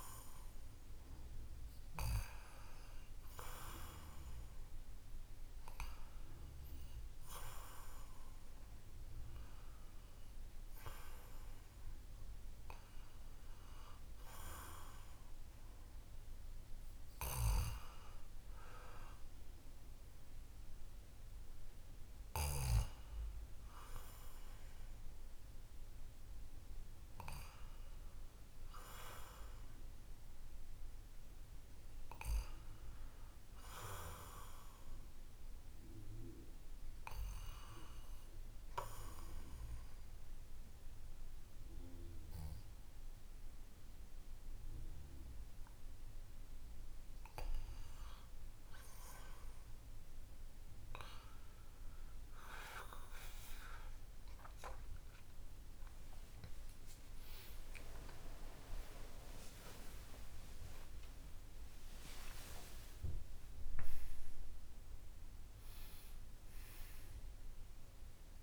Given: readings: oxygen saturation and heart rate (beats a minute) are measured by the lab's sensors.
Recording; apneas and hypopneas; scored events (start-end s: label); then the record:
a person partly awake in a sleep study, by a room microphone; none
48.00-68.43 s: new sleep stage, awake
From the record:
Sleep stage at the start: N2 (light sleep); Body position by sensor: on the back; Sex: male